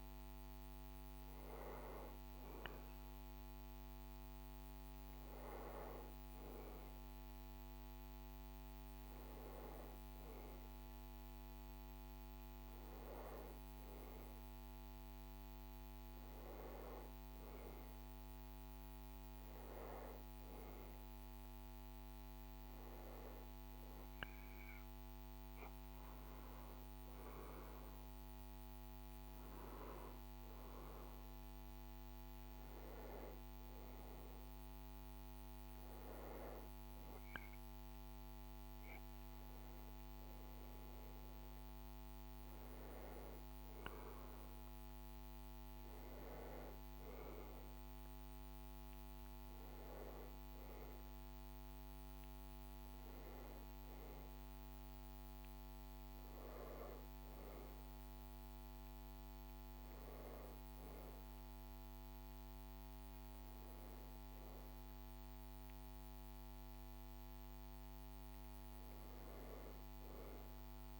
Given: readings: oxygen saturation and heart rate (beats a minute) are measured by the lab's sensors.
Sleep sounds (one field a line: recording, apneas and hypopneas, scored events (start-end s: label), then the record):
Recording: breathing in sleep by a microphone on the trachea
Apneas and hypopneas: none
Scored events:
2.50-71.00 s: new sleep stage, N2 (light sleep)
From the record:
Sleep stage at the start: N1 (lightest sleep)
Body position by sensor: on the back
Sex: male